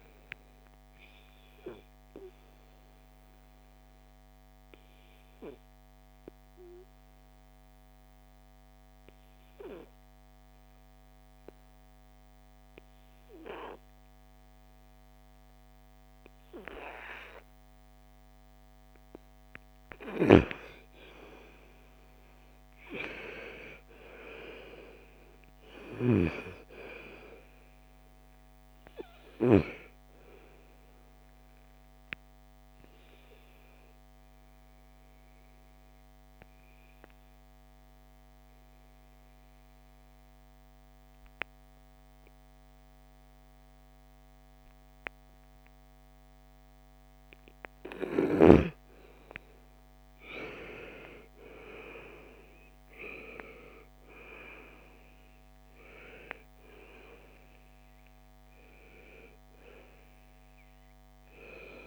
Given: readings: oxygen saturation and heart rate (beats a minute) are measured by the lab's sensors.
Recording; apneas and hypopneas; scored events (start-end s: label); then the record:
breathing in sleep by a microphone on the trachea; 2
0.00-10.50 s: oxygen desaturation (device-marked, oxygen 85% lowest, heart rate 54 extreme)
1.00-19.00 s: obstructive apnea (oxygen 98% before, 85% lowest, heart rate 58 before, 54 extreme, up 11 after)
19.50-23.00 s: arousal
25.50-40.50 s: oxygen desaturation (device-marked, oxygen 98% before, 90% lowest, heart rate 56 before, 54 extreme)
31.50-47.50 s: obstructive apnea (oxygen 98% before, 90% lowest, heart rate 60 before, 54 extreme, up 10 after)
49.00-52.50 s: arousal
53.50-61.87 s: oxygen desaturation (device-marked, oxygen 98% before, 90% lowest, heart rate 56 before, 52 extreme)
From the record:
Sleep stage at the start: N2 (light sleep); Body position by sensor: on the right side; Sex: female